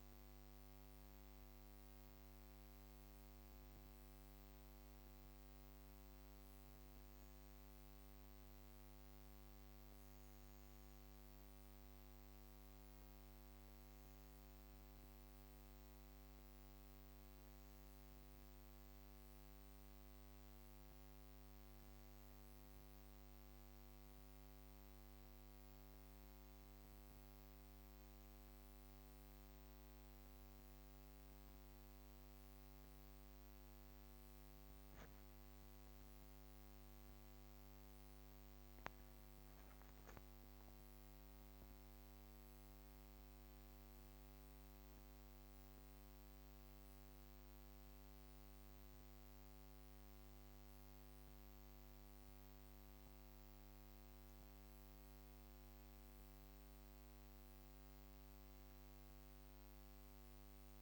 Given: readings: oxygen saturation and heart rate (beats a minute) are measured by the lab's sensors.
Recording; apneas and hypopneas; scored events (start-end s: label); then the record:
breathing in sleep, hard to hear, by a microphone on the trachea; 1
0.00-3.50 s: arousal
11.00-34.50 s: hypopnea (oxygen 96% before, 94% lowest)
35.50-39.50 s: arousal
From the record:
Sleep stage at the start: N2 (light sleep); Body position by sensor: on the back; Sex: female